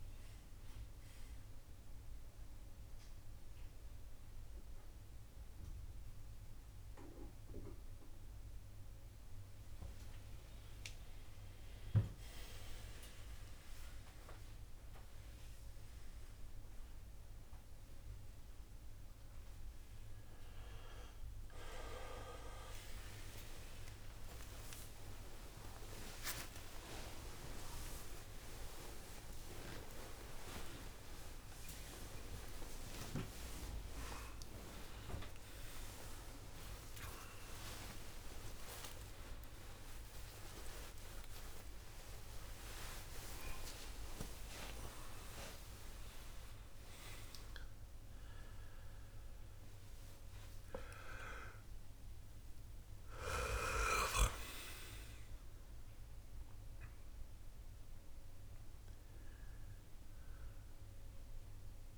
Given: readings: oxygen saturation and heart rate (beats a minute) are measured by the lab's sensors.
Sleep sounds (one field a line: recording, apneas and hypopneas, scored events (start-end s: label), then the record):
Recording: a person awake in a sleep study, by a room microphone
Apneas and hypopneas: none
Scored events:
19.00-26.00 s: oxygen desaturation (device-marked, oxygen 97% before, 94% lowest, heart rate 80 before, 75 extreme)
43.00-61.98 s: new sleep stage, N1 (lightest sleep)
49.00-61.98 s: oxygen desaturation (device-marked, oxygen 99% before, 95% lowest, heart rate 94 before, 53 extreme)
From the record:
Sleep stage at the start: awake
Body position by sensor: on the back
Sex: male